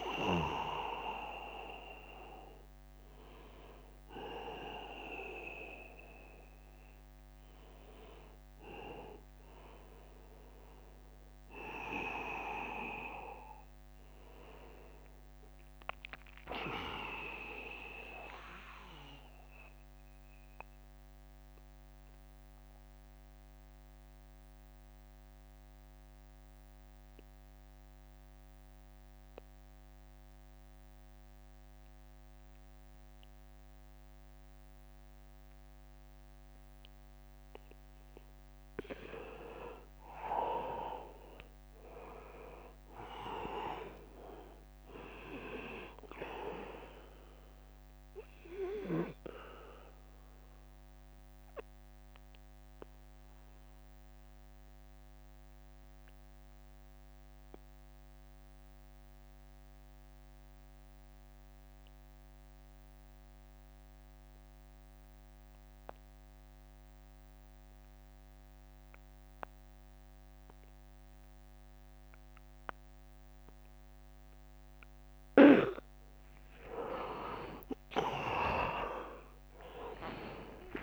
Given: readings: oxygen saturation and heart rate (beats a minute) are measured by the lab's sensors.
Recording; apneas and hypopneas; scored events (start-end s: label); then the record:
breathing in sleep by a microphone on the trachea; 2
0.00-1.50 s: drop in pulse transit time (device-marked, heart rate 77 extreme)
0.00-15.50 s: oxygen desaturation (device-marked, oxygen 81% lowest, heart rate 69 extreme)
18.00-37.50 s: mixed apnea (oxygen 100% before, 83% lowest, heart rate 78 before, 69 extreme, up 5 after)
39.50-43.00 s: arousal
41.50-64.50 s: oxygen desaturation (device-marked, oxygen 100% before, 88% lowest, heart rate 78 before, 73 extreme)
51.00-74.00 s: obstructive apnea (oxygen 100% before, 83% lowest, heart rate 80 before, 73 extreme, up 10 after)
76.00-80.50 s: arousal
76.50-80.83 s: oxygen desaturation (device-marked, oxygen 99% before, 83% lowest, heart rate 78 before, 76 extreme)
79.50-80.83 s: drop in pulse transit time (device-marked, heart rate 77 before, 81 extreme)
From the record:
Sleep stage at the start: N2 (light sleep); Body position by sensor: on the back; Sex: male